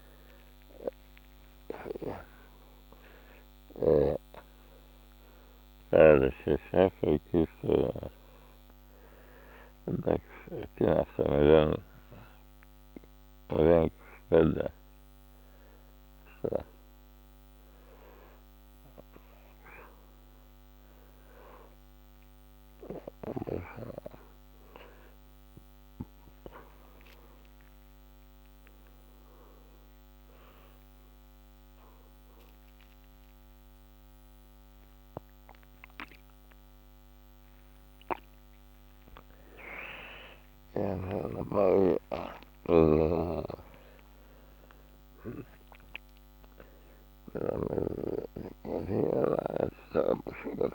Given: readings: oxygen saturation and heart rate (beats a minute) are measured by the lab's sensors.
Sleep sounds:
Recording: a person awake in a sleep study, by a microphone on the trachea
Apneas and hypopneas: none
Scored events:
none scored
From the record:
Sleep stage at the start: awake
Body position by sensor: on the back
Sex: male

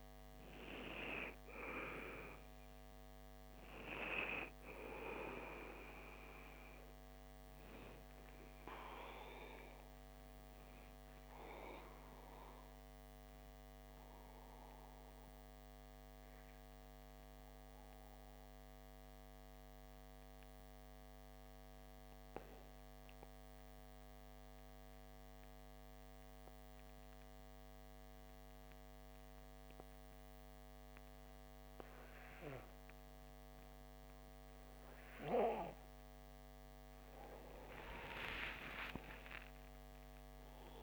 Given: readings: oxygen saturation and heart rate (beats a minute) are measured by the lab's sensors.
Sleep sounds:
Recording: breathing in sleep by a microphone on the trachea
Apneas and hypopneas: 1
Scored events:
0.00-23.50 s: oxygen desaturation (device-marked, oxygen 94% lowest)
7.50-35.50 s: obstructive apnea (oxygen 98% before, 93% lowest)
37.00-40.00 s: arousal
37.50-40.83 s: oxygen desaturation (device-marked, oxygen 98% before, 93% lowest)
From the record:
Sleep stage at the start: N2 (light sleep)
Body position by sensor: on the back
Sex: male

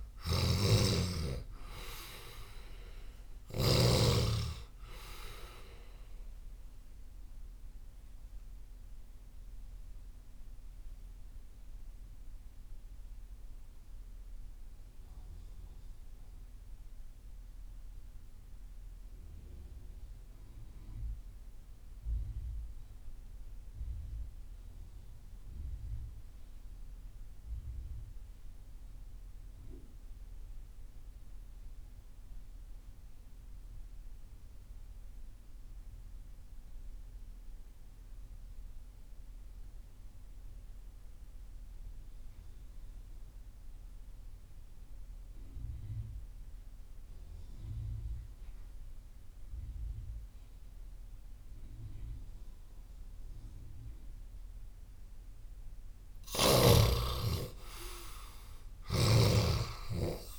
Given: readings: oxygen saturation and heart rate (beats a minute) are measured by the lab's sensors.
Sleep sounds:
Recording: breathing in sleep by a room microphone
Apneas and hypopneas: 1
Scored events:
0.00-3.50 s: snoring (device-marked)
0.00-21.50 s: oxygen desaturation (device-marked, oxygen 71% lowest)
8.50-55.00 s: mixed apnea (oxygen 93% before, 71% lowest)
35.50-60.39 s: oxygen desaturation (device-marked, oxygen 98% before, 74% lowest)
56.00-59.00 s: arousal
58.50-60.39 s: snoring (device-marked)
From the record:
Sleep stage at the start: REM sleep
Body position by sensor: on the left side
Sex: male

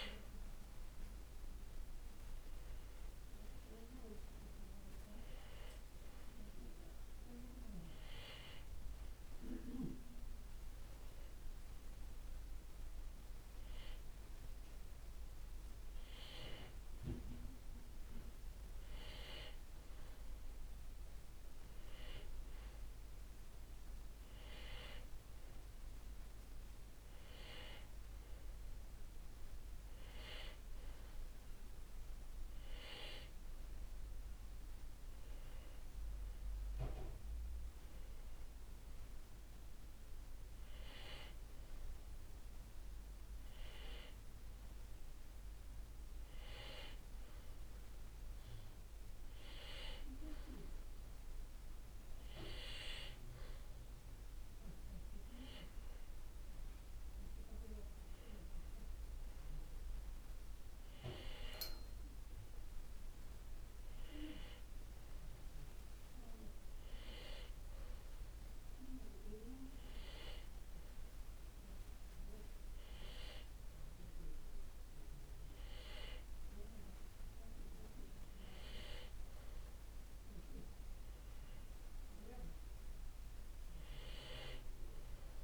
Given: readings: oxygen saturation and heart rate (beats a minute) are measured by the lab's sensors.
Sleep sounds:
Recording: breathing in sleep by a room microphone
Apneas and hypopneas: none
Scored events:
none scored
From the record:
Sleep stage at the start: N2 (light sleep)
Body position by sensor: on the back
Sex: male

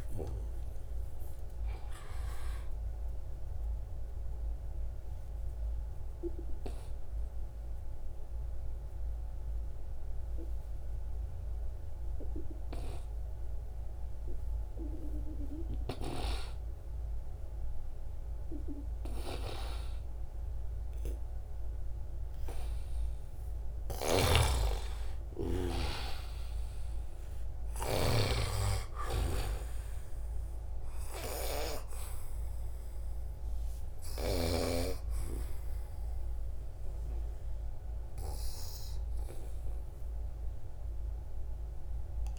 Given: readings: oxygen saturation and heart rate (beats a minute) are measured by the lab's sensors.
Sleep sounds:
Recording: breathing in sleep by a room microphone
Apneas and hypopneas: 1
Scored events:
0.00-10.00 s: oxygen desaturation (device-marked, oxygen 93% lowest, heart rate 77 extreme)
5.00-21.00 s: obstructive apnea (oxygen 97% before, 92% lowest, heart rate 82 before, 76 extreme, up 1 after)
23.00-27.50 s: snoring (device-marked)
25.50-29.50 s: arousal
27.00-42.39 s: oxygen desaturation (device-marked, oxygen 97% before, 93% lowest, heart rate 79 before, 76 extreme)
From the record:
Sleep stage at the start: N2 (light sleep)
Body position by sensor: on the back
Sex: male

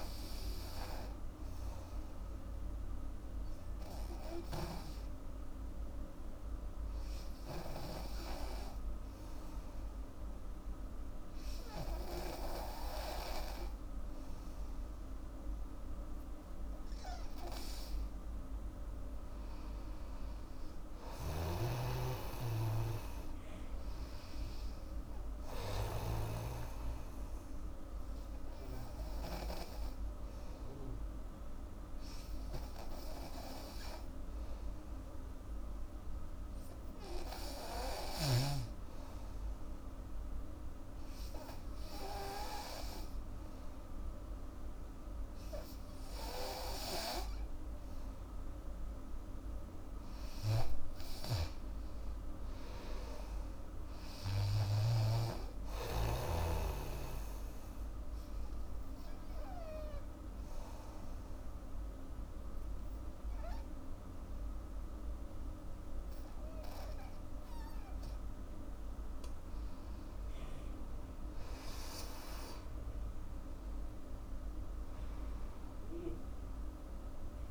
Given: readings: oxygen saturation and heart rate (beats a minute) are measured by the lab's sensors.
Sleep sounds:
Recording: breathing in sleep by a room microphone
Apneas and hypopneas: 3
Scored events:
2.50-17.50 s: obstructive apnea (oxygen 97% before, 91% lowest, heart rate 82 before, 76 extreme, up 2 after)
19.00-23.00 s: arousal
19.50-37.50 s: oxygen desaturation (device-marked, oxygen 98% before, 92% lowest, heart rate 80 before, 76 extreme)
21.00-26.50 s: snoring (device-marked)
28.00-47.00 s: obstructive apnea (oxygen 98% before, 91% lowest, heart rate 79 before, 76 extreme, up 2 after)
49.00-52.50 s: arousal
50.50-68.50 s: oxygen desaturation (device-marked, oxygen 97% before, 91% lowest, heart rate 81 before, 71 extreme)
58.50-69.00 s: obstructive apnea (oxygen 98% before, 90% lowest, heart rate 81 before, 71 extreme, up 12 after)
71.00-74.50 s: arousal
73.50-77.50 s: oxygen desaturation (device-marked, oxygen 98% before, 91% lowest, heart rate 79 before, 71 extreme)
From the record:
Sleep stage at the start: N2 (light sleep)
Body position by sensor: on the back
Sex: female

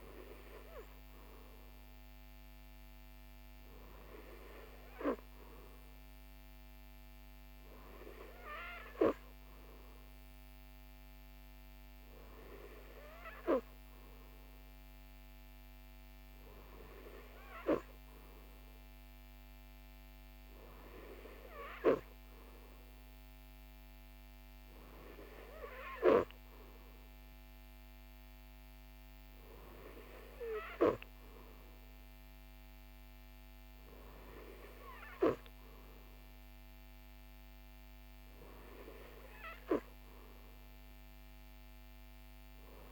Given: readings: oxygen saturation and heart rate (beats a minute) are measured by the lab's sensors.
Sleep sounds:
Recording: breathing in sleep by a microphone on the trachea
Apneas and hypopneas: none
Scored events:
none scored
From the record:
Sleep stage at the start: N3 (deep sleep)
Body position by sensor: on the right side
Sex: male

